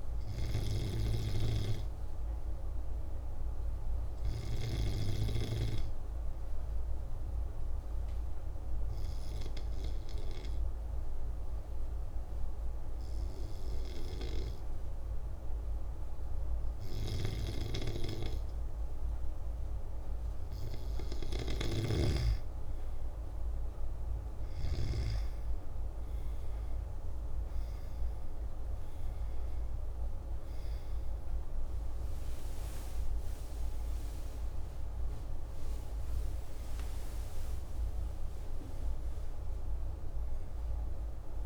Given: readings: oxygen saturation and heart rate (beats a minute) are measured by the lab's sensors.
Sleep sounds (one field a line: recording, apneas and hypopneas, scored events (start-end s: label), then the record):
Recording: breathing in sleep by a room microphone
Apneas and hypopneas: 1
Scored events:
0.00-4.50 s: snoring (device-marked)
3.50-19.50 s: obstructive apnea (oxygen 96% before, 94% lowest, heart rate 129 before, 102 extreme, up 23 after)
21.00-24.50 s: snoring (device-marked)
32.00-38.00 s: arousal
From the record:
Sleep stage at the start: N2 (light sleep)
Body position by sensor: on the back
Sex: male